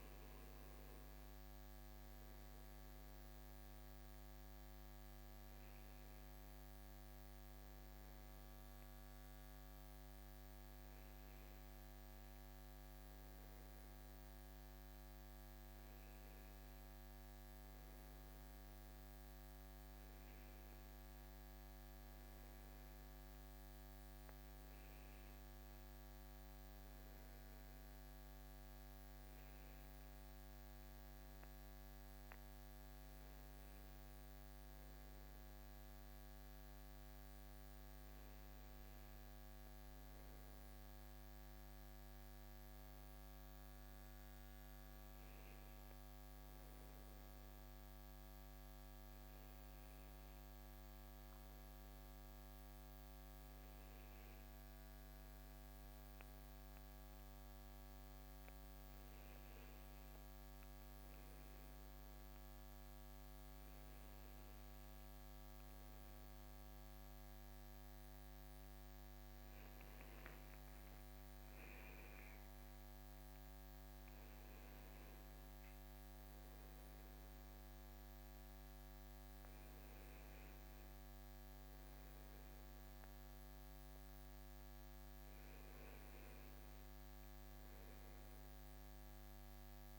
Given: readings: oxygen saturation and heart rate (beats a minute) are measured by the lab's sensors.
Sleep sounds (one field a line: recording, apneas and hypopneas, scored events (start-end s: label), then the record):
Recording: breathing in sleep, hard to hear, by a microphone on the trachea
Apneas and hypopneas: none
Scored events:
none scored
From the record:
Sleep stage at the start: N2 (light sleep)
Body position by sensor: on the right side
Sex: male